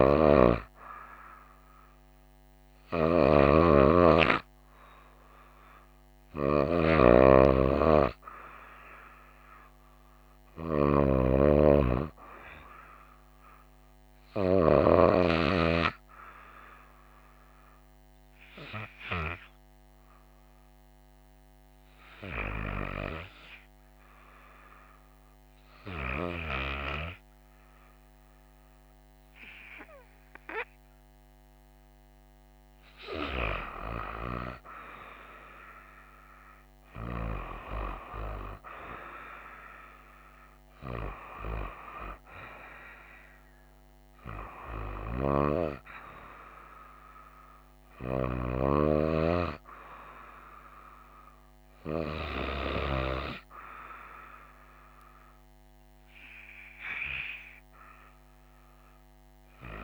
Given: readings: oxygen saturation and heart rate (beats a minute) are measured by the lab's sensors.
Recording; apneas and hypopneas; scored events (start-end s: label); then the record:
breathing in sleep by a microphone on the trachea; 1
9.50-59.84 s: new sleep stage, REM sleep
16.50-32.50 s: hypopnea (oxygen 95% before, 92% lowest, heart rate 65 before, 55 extreme, up 9 after)
34.50-37.50 s: arousal
From the record:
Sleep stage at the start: N2 (light sleep); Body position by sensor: on the right side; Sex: female